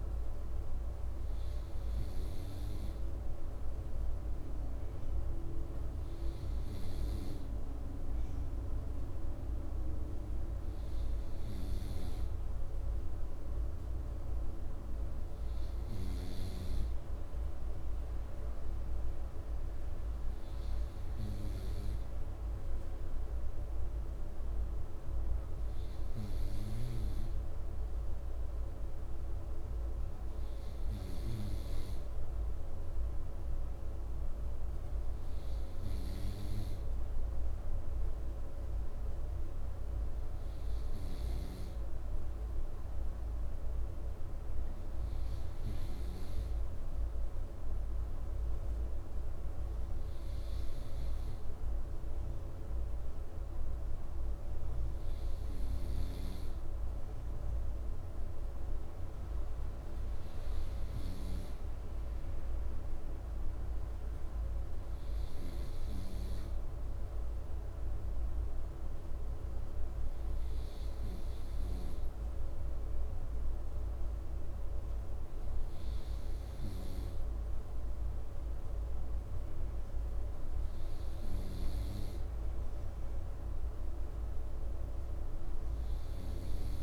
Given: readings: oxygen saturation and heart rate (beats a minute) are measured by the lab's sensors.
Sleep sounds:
breathing in sleep, hard to hear, by a room microphone; none
none scored
From the record:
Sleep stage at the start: N2 (light sleep); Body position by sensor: on the right side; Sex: male

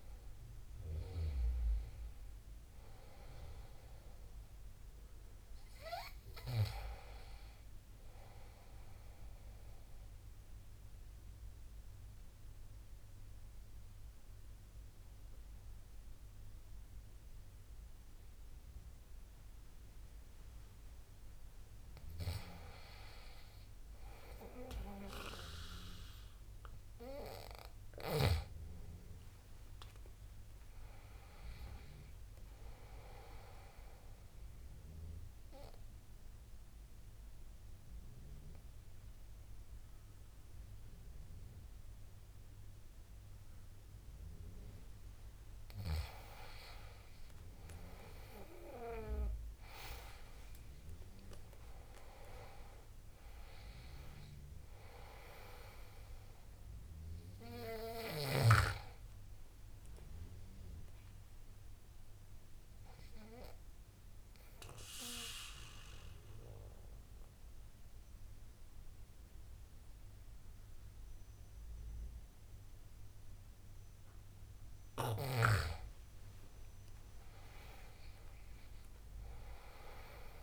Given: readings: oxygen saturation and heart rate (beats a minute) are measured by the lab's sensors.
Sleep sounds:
breathing in sleep by a room microphone; 3
0.00-21.50 s: oxygen desaturation (device-marked, oxygen 81% lowest, heart rate 69 extreme)
10.00-21.50 s: obstructive apnea (oxygen 95% before, 81% lowest, heart rate 76 before, 69 extreme, up 9 after)
24.50-28.00 s: arousal
35.00-45.00 s: obstructive apnea (oxygen 98% before, 90% lowest, heart rate 74 before, 69 extreme, up 15 after)
40.50-50.50 s: oxygen desaturation (device-marked, oxygen 97% before, 92% lowest, heart rate 75 before, 70 extreme)
51.00-54.00 s: arousal
61.00-75.50 s: obstructive apnea (oxygen 97% before, 85% lowest, heart rate 80 before, 69 extreme, up 10 after)
64.50-74.50 s: oxygen desaturation (device-marked, oxygen 95% before, 90% lowest, heart rate 82 before, 69 extreme)
78.00-80.43 s: arousal
From the record:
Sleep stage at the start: N2 (light sleep); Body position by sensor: on the back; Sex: male

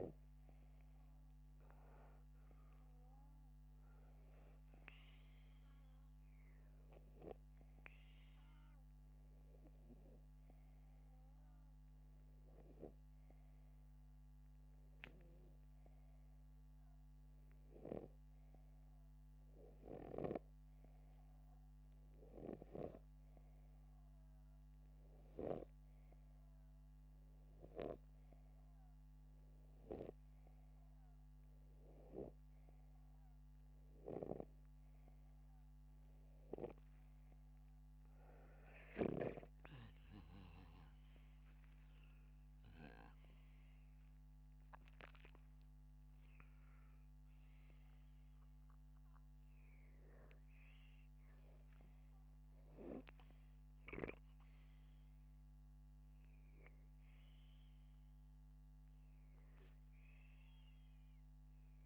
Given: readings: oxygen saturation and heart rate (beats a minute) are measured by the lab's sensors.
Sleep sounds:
breathing in sleep by a microphone on the trachea; none
38.50-44.00 s: arousal
From the record:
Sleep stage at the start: N2 (light sleep); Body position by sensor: upright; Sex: male

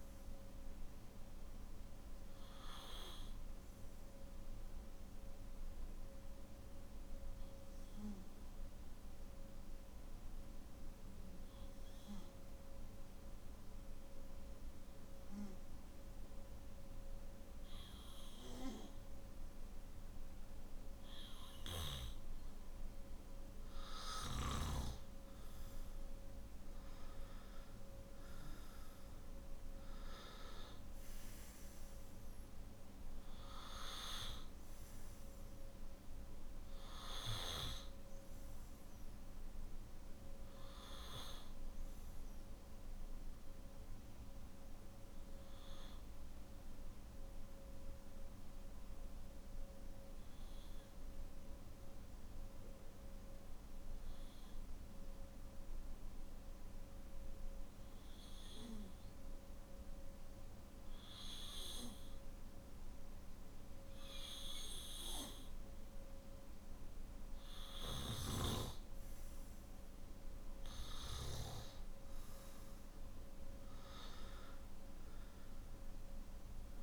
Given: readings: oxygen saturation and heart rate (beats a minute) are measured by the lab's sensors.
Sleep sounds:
breathing in sleep by a room microphone; 2
0.00-16.50 s: oxygen desaturation (device-marked, oxygen 92% lowest, heart rate 51 extreme)
4.00-20.50 s: hypopnea (oxygen 98% before, 92% lowest, heart rate 56 before, 49 extreme, up 9 after)
27.50-47.50 s: oxygen desaturation (device-marked, oxygen 98% before, 93% lowest, heart rate 55 before, 49 extreme)
44.50-65.50 s: hypopnea (oxygen 98% before, 92% lowest, heart rate 57 before, 50 extreme, up 9 after)
70.50-76.82 s: new sleep stage, N1 (lightest sleep)
72.50-76.82 s: oxygen desaturation (device-marked, oxygen 97% before, 92% lowest, heart rate 54 before, 53 extreme)
From the record:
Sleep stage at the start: N3 (deep sleep); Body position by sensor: on the back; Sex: male

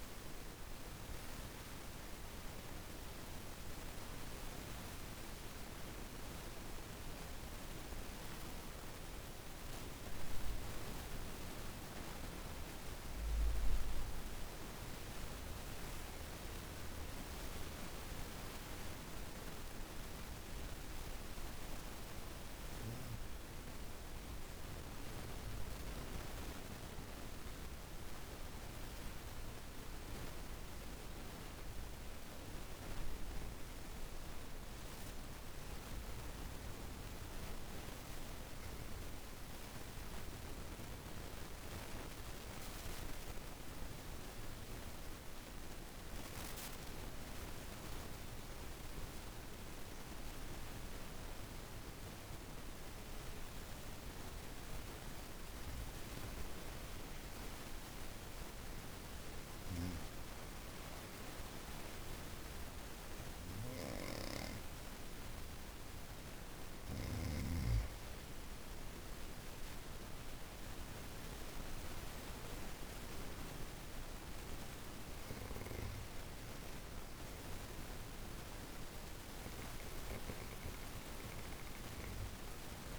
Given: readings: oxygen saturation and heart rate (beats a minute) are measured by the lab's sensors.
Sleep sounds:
breathing in sleep, hard to hear, by a room microphone; 2
0.00-14.50 s: oxygen desaturation (device-marked, oxygen 90% lowest, heart rate 51 extreme)
7.00-26.00 s: obstructive apnea (oxygen 98% before, 87% lowest, heart rate 58 before, 51 extreme, up 18 after)
8.50-82.99 s: new sleep stage, REM sleep
23.50-47.50 s: oxygen desaturation (device-marked, oxygen 97% before, 88% lowest, heart rate 54 before, 52 extreme)
28.50-32.50 s: arousal
41.00-65.50 s: hypopnea (oxygen 97% before, 87% lowest, heart rate 59 before, 52 extreme, up 7 after)
60.50-82.99 s: oxygen desaturation (device-marked, oxygen 97% before, 87% lowest, heart rate 53 before, 47 extreme)
67.50-72.50 s: arousal
From the record:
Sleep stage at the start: N2 (light sleep); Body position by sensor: on the back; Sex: female

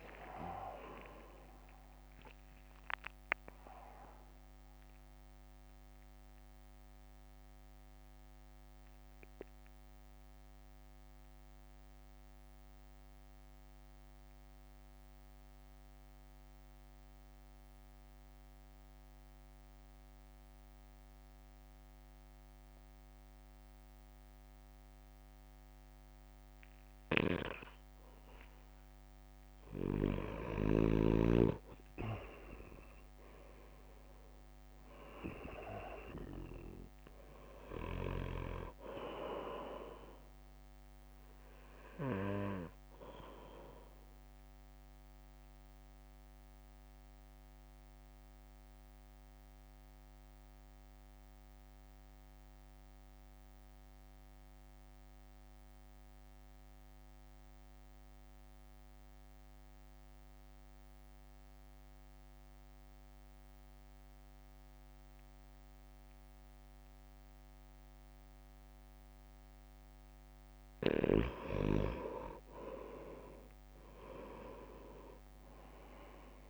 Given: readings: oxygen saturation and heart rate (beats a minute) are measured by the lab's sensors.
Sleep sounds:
breathing in sleep by a microphone on the trachea; 2
0.00-9.50 s: drop in pulse transit time (device-marked, heart rate 57 extreme)
4.00-28.50 s: mixed apnea (oxygen 98% before, 91% lowest, heart rate 70 before, 53 extreme, up 4 after)
28.50-60.50 s: oxygen desaturation (device-marked, oxygen 98% before, 91% lowest, heart rate 58 before, 49 extreme)
31.00-34.00 s: arousal
32.50-44.50 s: drop in pulse transit time (device-marked, heart rate 59 before, 59 extreme)
42.50-69.50 s: mixed apnea (oxygen 98% before, 90% lowest, heart rate 61 before, 49 extreme, up 3 after)
71.50-76.50 s: oxygen desaturation (device-marked, oxygen 97% before, 92% lowest, heart rate 57 before, 49 extreme)
72.00-74.50 s: arousal
74.50-76.50 s: drop in pulse transit time (device-marked, heart rate 58 before, 49 extreme)
From the record:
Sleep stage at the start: N2 (light sleep); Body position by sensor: on the right side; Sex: male

